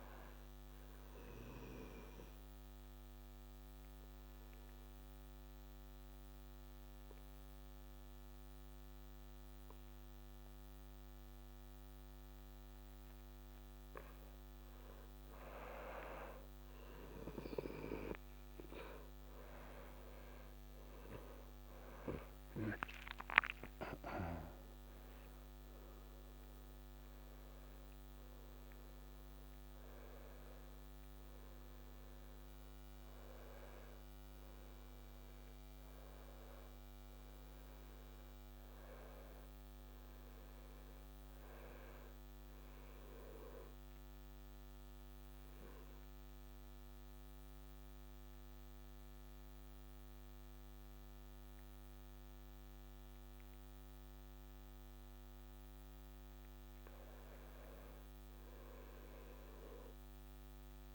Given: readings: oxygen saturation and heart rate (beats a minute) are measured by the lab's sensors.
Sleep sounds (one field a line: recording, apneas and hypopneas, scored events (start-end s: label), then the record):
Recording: breathing in sleep by a microphone on the trachea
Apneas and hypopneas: 2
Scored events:
2.00-14.50 s: obstructive apnea (oxygen 96% before, 91% lowest, heart rate 74 before, 69 extreme, up 3 after)
16.50-46.50 s: new sleep stage, N1 (lightest sleep)
17.00-22.00 s: arousal
17.50-34.50 s: oxygen desaturation (device-marked, oxygen 96% before, 91% lowest, heart rate 72 before, 67 extreme)
44.00-55.50 s: obstructive apnea (oxygen 96% before, 89% lowest, heart rate 75 before, 66 extreme, up 0 after)
46.50-60.95 s: new sleep stage, N2 (light sleep)
57.50-60.95 s: arousal
From the record:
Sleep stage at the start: N2 (light sleep)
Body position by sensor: on the back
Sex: male